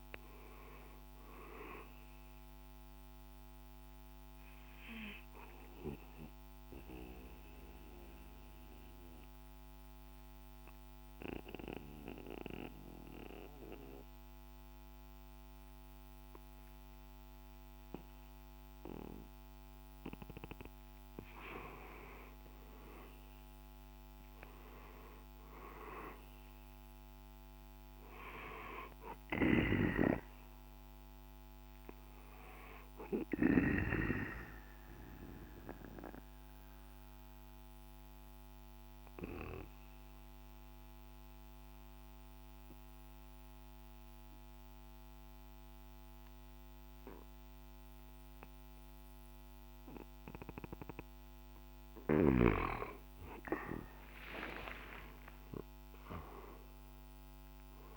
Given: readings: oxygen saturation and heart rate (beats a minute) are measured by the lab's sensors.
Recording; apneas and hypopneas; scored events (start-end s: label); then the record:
breathing in sleep by a microphone on the trachea; 2
0.00-16.00 s: drop in pulse transit time (device-marked, heart rate 55 extreme)
4.50-19.50 s: obstructive apnea (oxygen 98% before, 89% lowest, heart rate 58 before, 53 extreme, up 5 after)
7.00-22.00 s: oxygen desaturation (device-marked, oxygen 97% before, 89% lowest, heart rate 59 before, 53 extreme)
22.50-26.00 s: arousal
28.00-38.00 s: drop in pulse transit time (device-marked, heart rate 57 before, 57 extreme)
35.00-50.50 s: obstructive apnea (oxygen 97% before, 90% lowest, heart rate 59 before, 53 extreme, up 12 after)
37.00-50.00 s: oxygen desaturation (device-marked, oxygen 97% before, 90% lowest, heart rate 59 before, 53 extreme)
53.00-57.97 s: arousal
55.00-57.97 s: drop in pulse transit time (device-marked, heart rate 56 before, 57 extreme)
From the record:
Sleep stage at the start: N2 (light sleep); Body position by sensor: on the right side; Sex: male